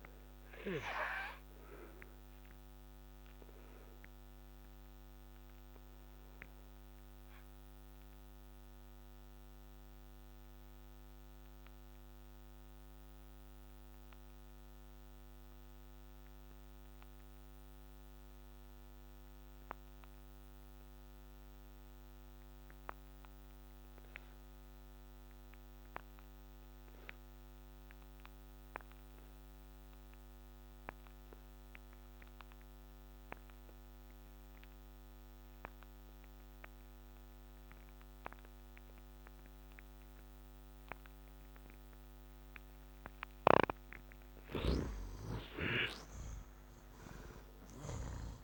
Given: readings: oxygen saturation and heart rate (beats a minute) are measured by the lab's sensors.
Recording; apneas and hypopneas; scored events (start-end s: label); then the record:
breathing in sleep by a microphone on the trachea; 1
0.00-17.00 s: oxygen desaturation (device-marked, oxygen 62% lowest, heart rate 66 extreme)
0.50-41.00 s: obstructive apnea (oxygen 96% before, 62% lowest, heart rate 72 before, 65 extreme, up 11 after)
24.00-48.44 s: oxygen desaturation (device-marked, oxygen 94% before, 62% lowest, heart rate 71 before, 63 extreme)
44.00-47.50 s: snoring (device-marked)
44.00-48.44 s: arousal
From the record:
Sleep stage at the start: N2 (light sleep); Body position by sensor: on the back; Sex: male